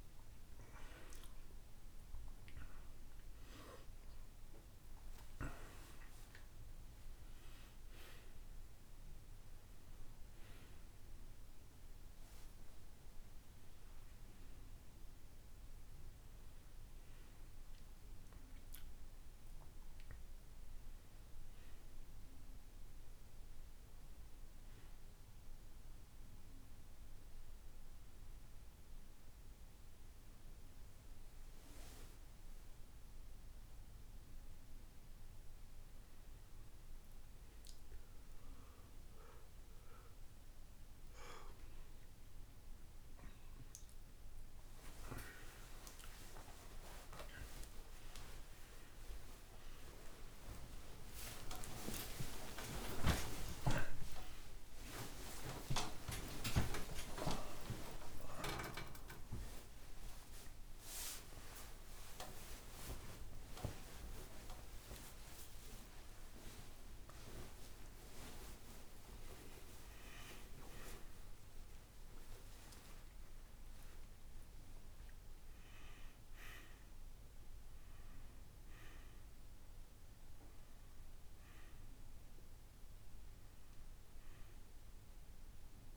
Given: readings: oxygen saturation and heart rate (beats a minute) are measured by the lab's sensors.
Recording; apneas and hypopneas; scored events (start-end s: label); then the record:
a person awake in a sleep study, by a room microphone; none
0.00-12.00 s: oxygen desaturation (device-marked, oxygen 95% lowest, heart rate 69 extreme)
49.00-56.00 s: tachycardia (device-marked, heart rate 76 before, 112 extreme)
65.00-85.97 s: new sleep stage, N1 (lightest sleep)
From the record:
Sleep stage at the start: awake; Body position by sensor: on the back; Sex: male